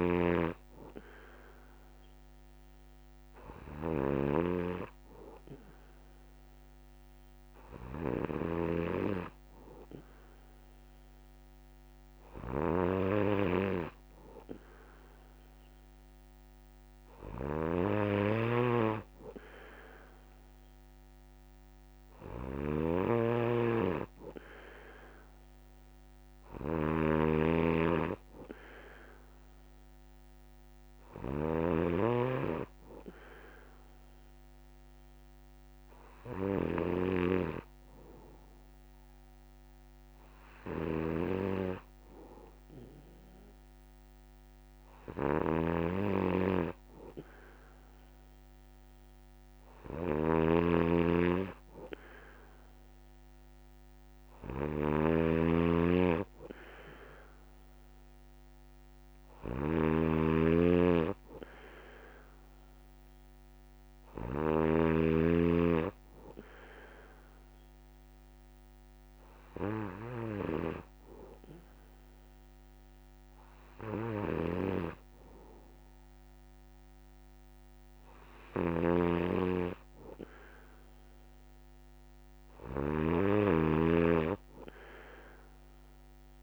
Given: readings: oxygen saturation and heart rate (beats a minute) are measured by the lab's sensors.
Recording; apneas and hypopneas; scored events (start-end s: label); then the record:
breathing in sleep by a microphone on the trachea; none
0.00-86.43 s: snoring (device-marked)
69.00-86.43 s: new sleep stage, N2 (light sleep)
From the record:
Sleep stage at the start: N1 (lightest sleep); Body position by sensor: on the back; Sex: male